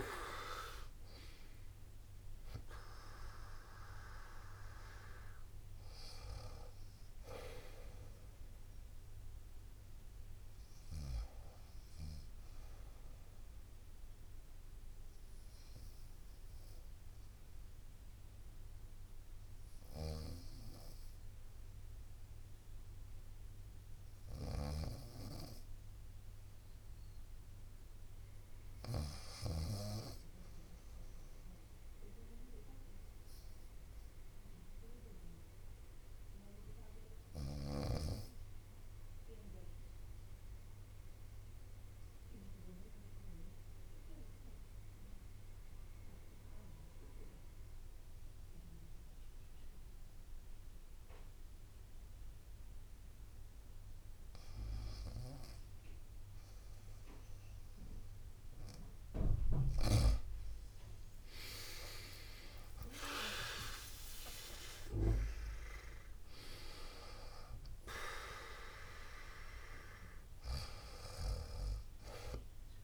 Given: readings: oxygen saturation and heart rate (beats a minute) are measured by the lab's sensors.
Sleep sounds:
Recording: breathing in sleep by a room microphone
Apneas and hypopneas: 1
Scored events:
14.50-54.50 s: hypopnea (oxygen 95% before, 86% lowest, heart rate 67 before, 59 extreme, up 3 after)
19.50-28.50 s: snoring (device-marked)
34.00-72.84 s: oxygen desaturation (device-marked, oxygen 96% before, 86% lowest, heart rate 60 before, 56 extreme)
40.00-42.00 s: bradycardia (device-marked, heart rate 64 before, 59 extreme)
61.50-67.00 s: arousal
63.00-72.84 s: drop in pulse transit time (device-marked, heart rate 61 before, 65 extreme)
From the record:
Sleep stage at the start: REM sleep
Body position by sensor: on the right side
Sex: female

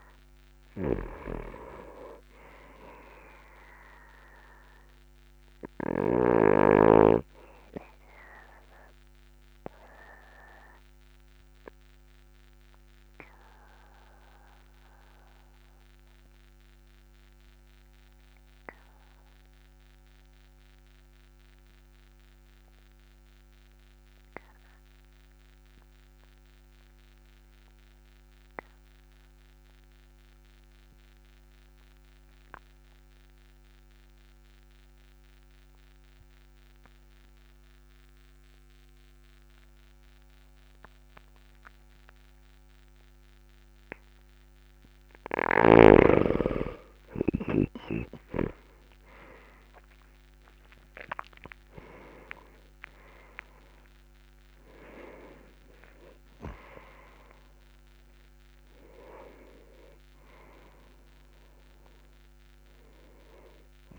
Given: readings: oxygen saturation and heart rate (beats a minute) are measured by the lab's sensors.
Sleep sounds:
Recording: breathing in sleep by a microphone on the trachea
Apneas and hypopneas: 1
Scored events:
8.50-45.50 s: obstructive apnea (oxygen 99% before, 94% lowest, heart rate 47 before, 40 extreme, up 38 after)
48.00-53.00 s: arousal
From the record:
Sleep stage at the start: N2 (light sleep)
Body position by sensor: on the back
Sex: male

